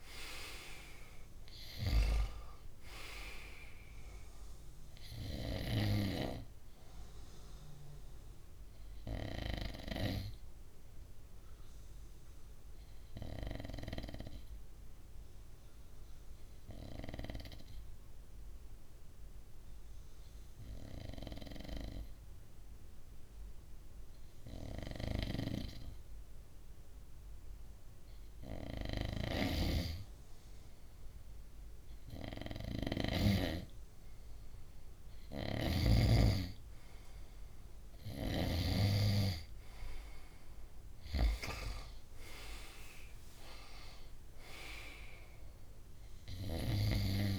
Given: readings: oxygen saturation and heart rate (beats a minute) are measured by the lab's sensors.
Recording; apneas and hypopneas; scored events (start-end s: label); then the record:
breathing in sleep by a room microphone; 1
0.00-18.00 s: oxygen desaturation (device-marked, oxygen 94% lowest, heart rate 60 extreme)
7.00-28.00 s: obstructive apnea (oxygen 98% before, 93% lowest, heart rate 63 before, 60 extreme, up 0 after)
30.00-33.00 s: arousal
35.00-38.50 s: snoring (device-marked)
From the record:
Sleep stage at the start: N2 (light sleep); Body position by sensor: on the right side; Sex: male